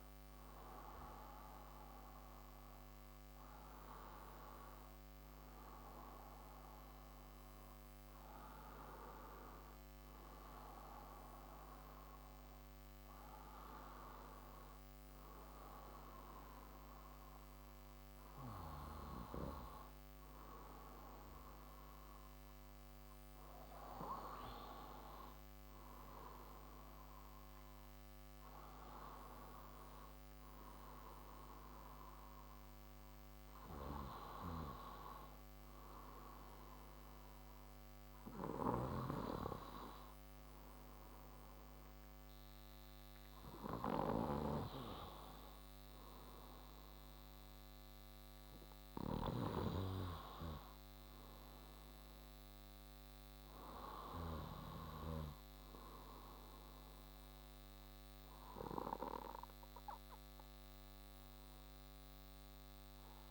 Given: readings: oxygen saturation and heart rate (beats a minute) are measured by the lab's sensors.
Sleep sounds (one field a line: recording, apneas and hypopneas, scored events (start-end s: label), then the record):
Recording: breathing in sleep by a microphone on the trachea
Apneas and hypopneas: none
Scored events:
10.50-63.31 s: new sleep stage, N2 (light sleep)
From the record:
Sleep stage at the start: N1 (lightest sleep)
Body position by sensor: on the left side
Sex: male